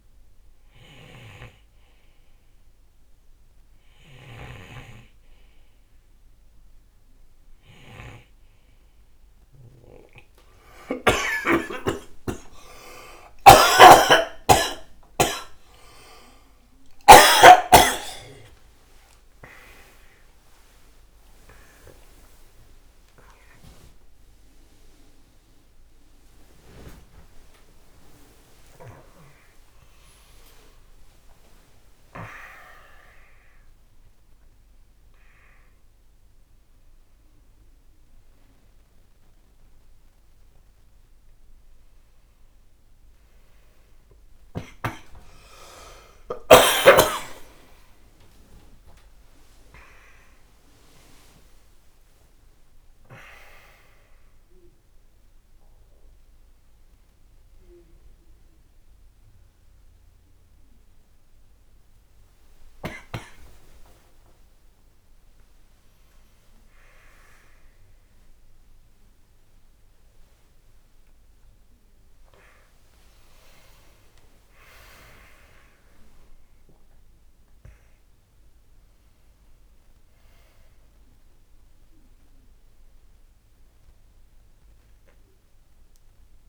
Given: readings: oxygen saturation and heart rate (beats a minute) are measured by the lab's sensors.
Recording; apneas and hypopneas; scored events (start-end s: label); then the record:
a person awake in a sleep study, by a room microphone; none
0.00-11.50 s: snoring (device-marked)
9.00-86.49 s: new sleep stage, awake
13.50-17.50 s: snoring (device-marked)
14.00-16.00 s: long interval between heartbeats (device-marked, heart rate 67 before, 99 extreme)
21.00-43.00 s: oxygen desaturation (device-marked, oxygen 93% before, 90% lowest, heart rate 80 before, 74 extreme)
51.50-53.50 s: long interval between heartbeats (device-marked, heart rate 89 before, 91 extreme)
56.00-68.00 s: oxygen desaturation (device-marked, oxygen 99% before, 95% lowest, heart rate 89 before, 74 extreme)
81.00-86.49 s: oxygen desaturation (device-marked, oxygen 99% before, 95% lowest, heart rate 84 before, 67 extreme)
From the record:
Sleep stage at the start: N2 (light sleep); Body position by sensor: on the right side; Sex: male